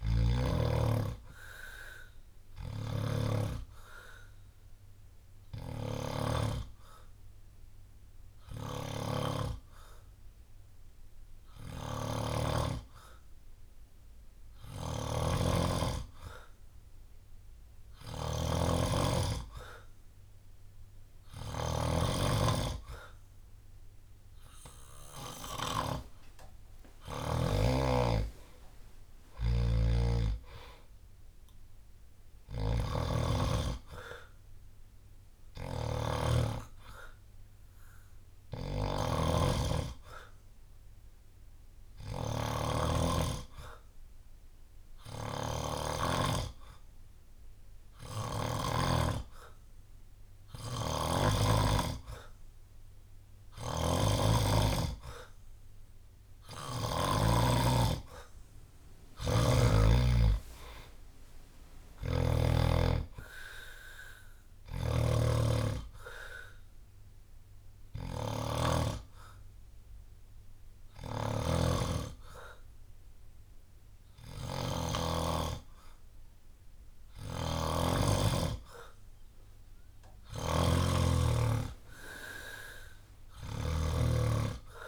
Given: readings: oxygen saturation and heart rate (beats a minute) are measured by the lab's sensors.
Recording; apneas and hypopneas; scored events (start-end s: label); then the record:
breathing in sleep by a room microphone; 3
1.50-13.50 s: obstructive apnea (oxygen 96% before, 91% lowest, heart rate 64 before, 58 extreme, up 3 after)
2.50-25.50 s: snoring (device-marked)
4.50-12.50 s: bradycardia (device-marked, heart rate 65 before, 58 extreme)
6.50-19.50 s: oxygen desaturation (device-marked, oxygen 96% before, 91% lowest, heart rate 66 before, 58 extreme)
18.50-37.50 s: drop in pulse transit time (device-marked, heart rate 62 before, 59 extreme)
21.00-25.00 s: arousal
27.50-48.50 s: snoring (device-marked)
40.50-54.00 s: hypopnea (oxygen 96% before, 91% lowest, heart rate 65 before, 61 extreme, up 7 after)
50.50-57.00 s: snoring (device-marked)
55.50-58.50 s: arousal
56.50-83.50 s: oxygen desaturation (device-marked, oxygen 95% before, 91% lowest, heart rate 63 before, 60 extreme)
61.50-84.88 s: snoring (device-marked)
67.00-77.00 s: hypopnea (oxygen 95% before, 91% lowest, heart rate 65 before, 60 extreme, up 12 after)
79.50-82.50 s: arousal
81.50-84.88 s: drop in pulse transit time (device-marked, heart rate 67 before, 63 extreme)
From the record:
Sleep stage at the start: N2 (light sleep); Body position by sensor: on the back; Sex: male